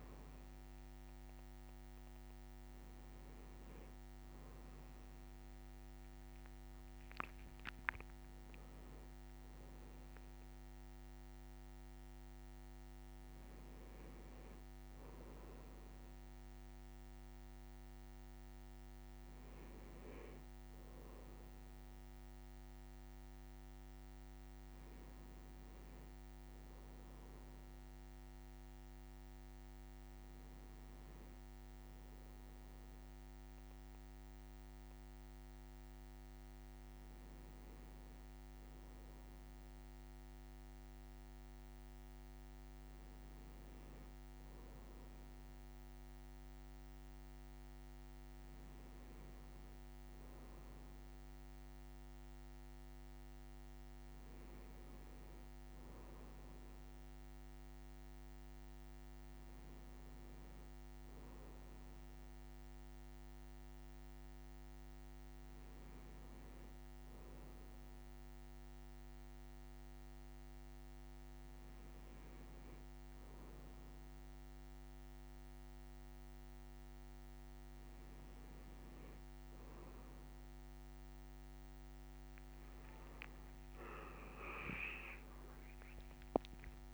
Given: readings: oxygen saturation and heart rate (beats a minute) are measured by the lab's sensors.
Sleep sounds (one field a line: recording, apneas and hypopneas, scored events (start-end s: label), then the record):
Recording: a person awake in a sleep study, hard to hear, by a microphone on the trachea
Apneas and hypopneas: none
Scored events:
none scored
From the record:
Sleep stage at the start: awake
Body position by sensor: on the right side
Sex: male